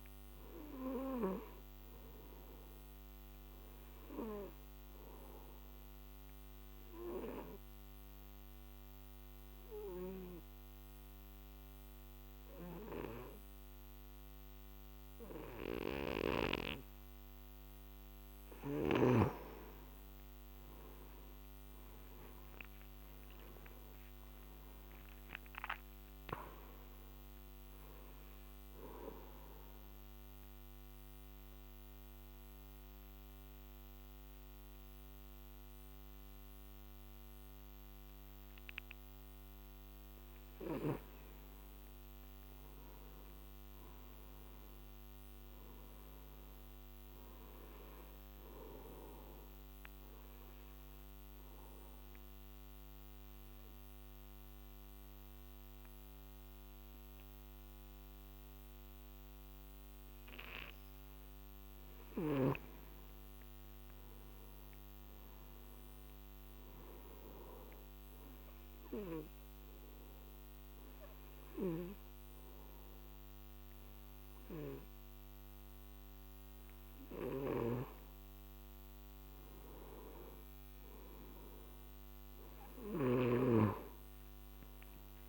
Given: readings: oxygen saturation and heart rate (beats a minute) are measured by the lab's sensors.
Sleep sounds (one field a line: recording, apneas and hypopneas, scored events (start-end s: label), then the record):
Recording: breathing in sleep by a microphone on the trachea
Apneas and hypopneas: 4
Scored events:
0.00-16.00 s: oxygen desaturation (device-marked, oxygen 98% before, 91% lowest, heart rate 58 before, 49 extreme)
4.00-17.00 s: obstructive apnea (oxygen 98% before, 88% lowest, heart rate 59 before, 49 extreme, up 22 after)
20.50-25.00 s: arousal
23.00-43.00 s: oxygen desaturation (device-marked, oxygen 97% before, 88% lowest, heart rate 56 before, 49 extreme)
29.00-40.00 s: obstructive apnea (oxygen 98% before, 88% lowest, heart rate 61 before, 49 extreme, up 21 after)
42.00-46.00 s: arousal
49.00-61.00 s: oxygen desaturation (device-marked, oxygen 97% before, 91% lowest, heart rate 61 before, 49 extreme)
50.50-61.00 s: obstructive apnea (oxygen 97% before, 91% lowest, heart rate 61 before, 49 extreme, up 21 after)
62.50-65.50 s: arousal
68.50-80.50 s: obstructive apnea (oxygen 98% before, 91% lowest, heart rate 59 before, 57 extreme, up 17 after)
76.00-82.00 s: oxygen desaturation (device-marked, oxygen 97% before, 91% lowest, heart rate 59 before, 65 extreme)
From the record:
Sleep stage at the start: N2 (light sleep)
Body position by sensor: on the back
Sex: male